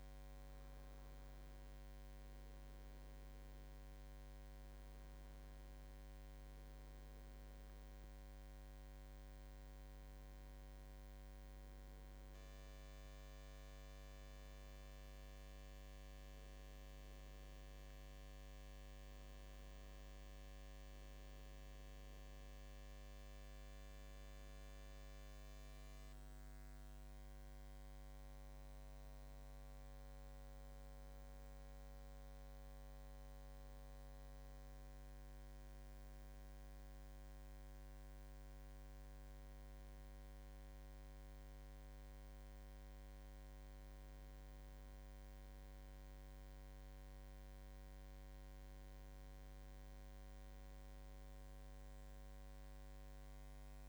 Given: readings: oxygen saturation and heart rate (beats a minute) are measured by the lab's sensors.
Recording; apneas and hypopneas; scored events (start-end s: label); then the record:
a person partly awake in a sleep study, hard to hear, by a microphone on the trachea; none
14.50-53.89 s: new sleep stage, N1 (lightest sleep)
From the record:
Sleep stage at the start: awake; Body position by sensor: on the right side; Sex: male